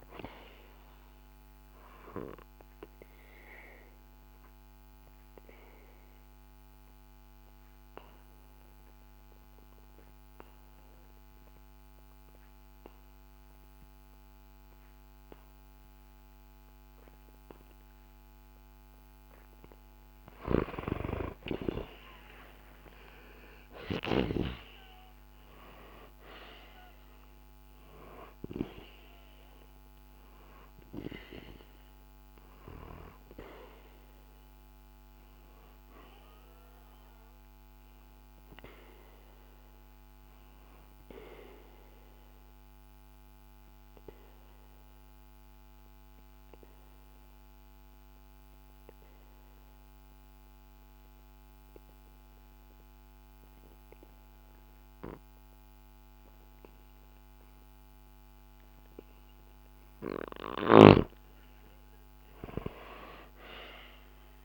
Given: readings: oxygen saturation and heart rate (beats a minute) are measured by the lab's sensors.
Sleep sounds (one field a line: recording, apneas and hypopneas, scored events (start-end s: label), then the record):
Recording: breathing in sleep by a microphone on the trachea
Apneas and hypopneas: 2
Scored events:
3.00-20.00 s: obstructive apnea (oxygen 98% before, 90% lowest, heart rate 66 before, 63 extreme, up 2 after)
20.50-25.50 s: arousal
25.00-49.00 s: oxygen desaturation (device-marked, oxygen 97% before, 90% lowest, heart rate 65 before, 63 extreme)
41.00-59.50 s: obstructive apnea (oxygen 97% before, 90% lowest, heart rate 66 before, 63 extreme, up 0 after)
60.50-64.45 s: snoring (device-marked)
61.50-64.45 s: arousal
From the record:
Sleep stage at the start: N2 (light sleep)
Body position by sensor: on the back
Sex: male